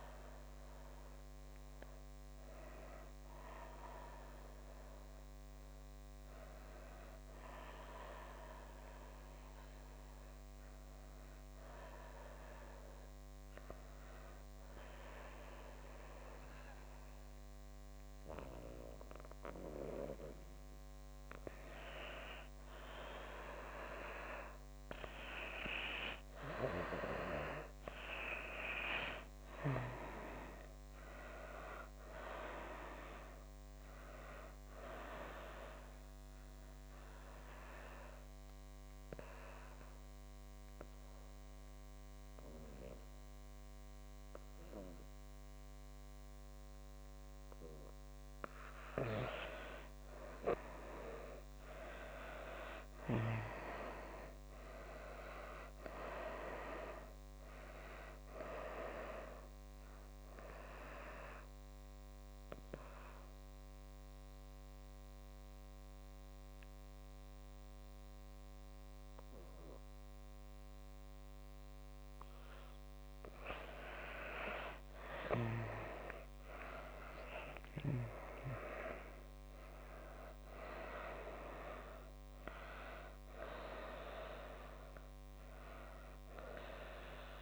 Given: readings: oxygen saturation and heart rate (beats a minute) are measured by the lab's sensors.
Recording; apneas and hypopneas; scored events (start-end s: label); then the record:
breathing in sleep by a microphone on the trachea; 3
8.00-21.50 s: obstructive apnea (oxygen 97% before, 83% lowest)
24.00-27.50 s: arousal
25.00-52.00 s: oxygen desaturation (device-marked, oxygen 98% before, 87% lowest)
36.00-49.00 s: obstructive apnea (oxygen 98% before, 83% lowest)
52.50-56.00 s: arousal
57.00-76.00 s: oxygen desaturation (device-marked, oxygen 94% before, 83% lowest)
60.50-74.50 s: obstructive apnea (oxygen 94% before, 83% lowest)
77.00-80.50 s: arousal
83.00-87.42 s: oxygen desaturation (device-marked, oxygen 95% before, 83% lowest)
From the record:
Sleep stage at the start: N2 (light sleep); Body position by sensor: on the back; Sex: female